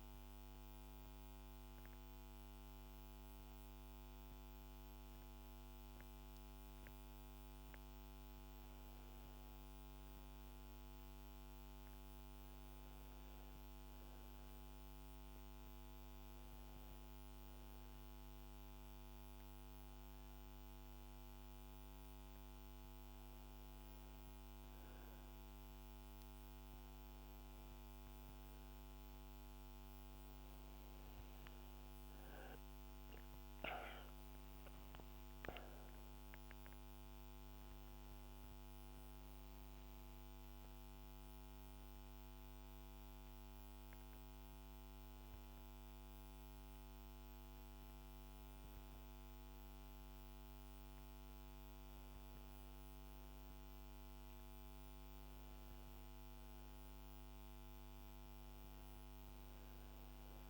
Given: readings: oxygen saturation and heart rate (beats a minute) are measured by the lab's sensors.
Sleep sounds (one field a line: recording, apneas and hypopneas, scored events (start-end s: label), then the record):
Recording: breathing in sleep, hard to hear, by a microphone on the trachea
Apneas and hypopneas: 2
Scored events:
1.50-14.50 s: hypopnea (oxygen 99% before, 95% lowest, heart rate 71 before, 69 extreme, up 0 after)
18.50-22.50 s: arousal
35.00-49.50 s: hypopnea (oxygen 100% before, 94% lowest, heart rate 70 before, 69 extreme, up 2 after)
55.50-59.50 s: arousal
From the record:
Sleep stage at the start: N1 (lightest sleep)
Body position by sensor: on the back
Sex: female